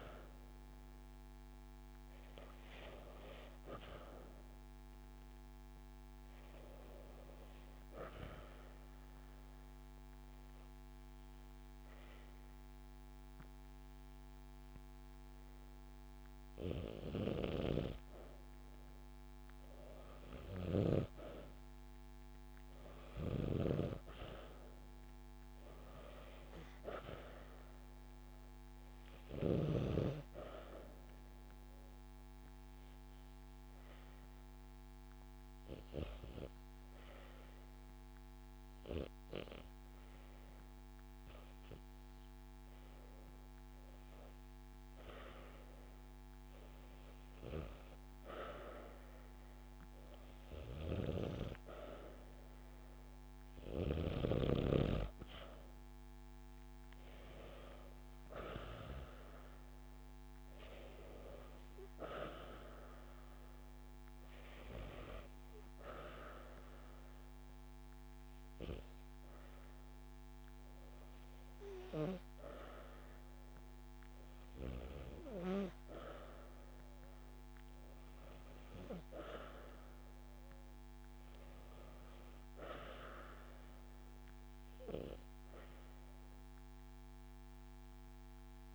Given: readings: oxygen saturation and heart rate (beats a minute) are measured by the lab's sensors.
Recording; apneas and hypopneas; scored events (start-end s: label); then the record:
breathing in sleep by a microphone on the trachea; 3
7.50-18.00 s: obstructive apnea (oxygen 93% before, 91% lowest)
20.00-23.00 s: arousal
29.50-42.50 s: oxygen desaturation (device-marked, oxygen 96% before, 92% lowest)
31.00-42.50 s: obstructive apnea (oxygen 96% before, 91% lowest)
44.00-47.50 s: arousal
47.50-63.50 s: oxygen desaturation (device-marked, oxygen 96% before, 91% lowest)
65.00-77.00 s: hypopnea (oxygen 96% before, 91% lowest)
80.00-82.50 s: arousal
From the record:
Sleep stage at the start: N2 (light sleep); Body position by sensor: on the back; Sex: female